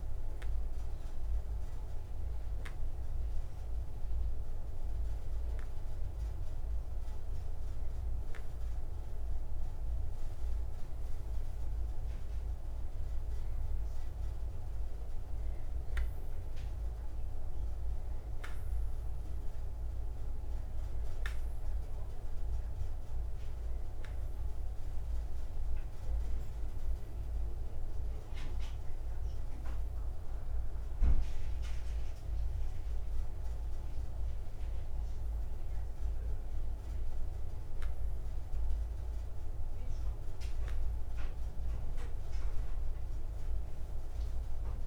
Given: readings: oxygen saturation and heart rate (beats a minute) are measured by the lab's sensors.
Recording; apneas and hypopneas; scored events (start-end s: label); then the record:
breathing in sleep, hard to hear, by a room microphone; none
15.00-44.87 s: new sleep stage, N2 (light sleep)
From the record:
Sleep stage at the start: N1 (lightest sleep); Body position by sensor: on the right side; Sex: male